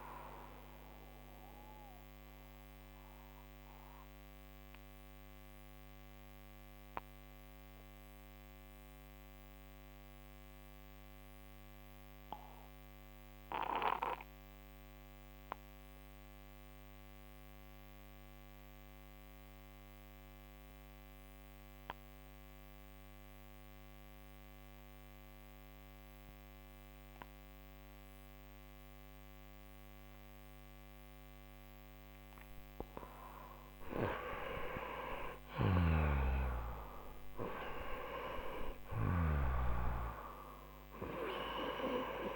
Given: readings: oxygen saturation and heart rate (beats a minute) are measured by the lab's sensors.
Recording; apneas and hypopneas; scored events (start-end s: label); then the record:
breathing in sleep by a microphone on the trachea; 1
0.00-13.00 s: oxygen desaturation (device-marked, oxygen 87% lowest)
1.00-31.50 s: obstructive apnea (oxygen 96% before, 87% lowest)
33.00-42.36 s: oxygen desaturation (device-marked, oxygen 97% before, 89% lowest)
34.50-38.00 s: arousal
From the record:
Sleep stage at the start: N2 (light sleep); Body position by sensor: on the right side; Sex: male